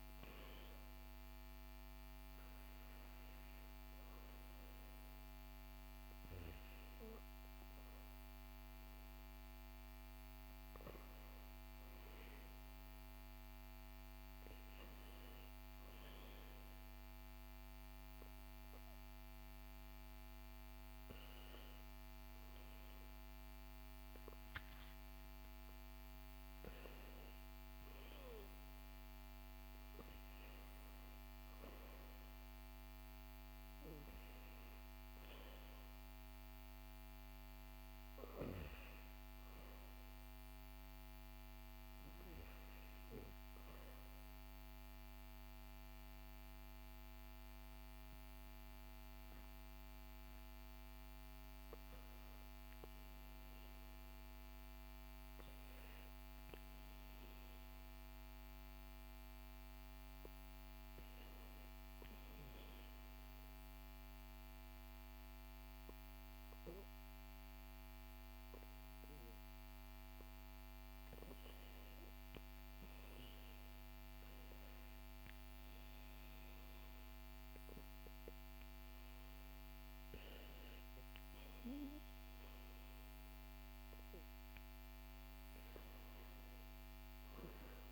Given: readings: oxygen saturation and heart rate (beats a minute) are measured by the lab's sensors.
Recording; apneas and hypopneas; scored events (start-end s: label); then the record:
breathing in sleep, hard to hear, by a microphone on the trachea; 2
17.00-27.50 s: hypopnea (oxygen 98% before, 96% lowest, heart rate 67 before, 64 extreme, up 3 after)
31.50-37.50 s: arousal
62.00-72.50 s: hypopnea (oxygen 99% before, 94% lowest, heart rate 69 before, 71 extreme, up 2 after)
74.50-78.50 s: arousal
From the record:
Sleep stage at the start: REM sleep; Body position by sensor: on the back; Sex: male